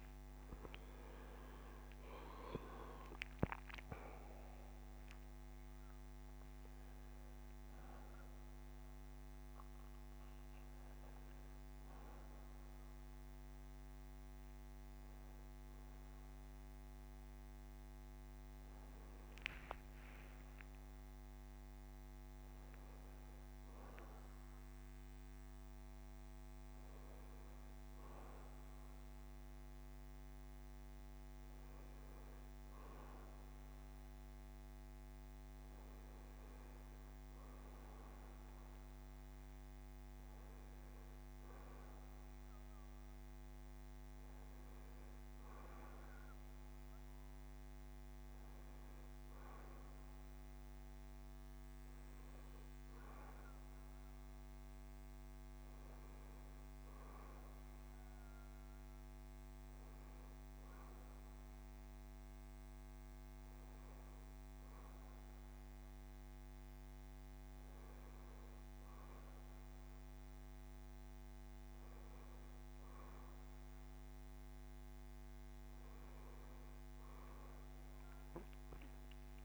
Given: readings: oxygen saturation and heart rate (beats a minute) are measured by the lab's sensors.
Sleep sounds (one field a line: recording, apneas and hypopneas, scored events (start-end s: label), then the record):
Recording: breathing in sleep, hard to hear, by a microphone on the trachea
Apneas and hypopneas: none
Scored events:
0.00-3.50 s: arousal
From the record:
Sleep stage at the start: N1 (lightest sleep)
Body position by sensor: on the back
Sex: male